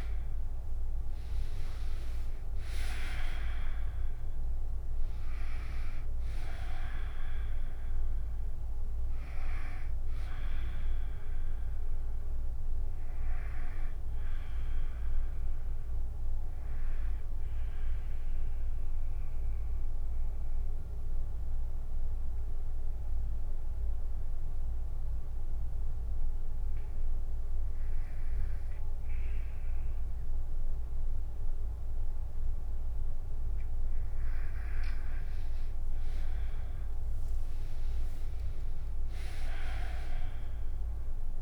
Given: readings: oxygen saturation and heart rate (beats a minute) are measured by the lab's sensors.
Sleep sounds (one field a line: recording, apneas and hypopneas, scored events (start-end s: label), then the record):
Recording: breathing in sleep by a room microphone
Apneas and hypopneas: 1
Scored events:
0.00-5.00 s: arousal
0.00-21.50 s: drop in pulse transit time (device-marked, heart rate 63 extreme)
0.50-19.50 s: oxygen desaturation (device-marked, oxygen 95% before, 90% lowest, heart rate 64 before, 58 extreme)
17.00-33.00 s: obstructive apnea (oxygen 95% before, 88% lowest, heart rate 69 before, 58 extreme, up 19 after)
33.50-41.42 s: oxygen desaturation (device-marked, oxygen 98% before, 88% lowest, heart rate 62 before, 53 extreme)
36.00-40.50 s: arousal
36.50-41.42 s: drop in pulse transit time (device-marked, heart rate 62 before, 62 extreme)
From the record:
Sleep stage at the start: REM sleep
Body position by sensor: on the back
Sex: female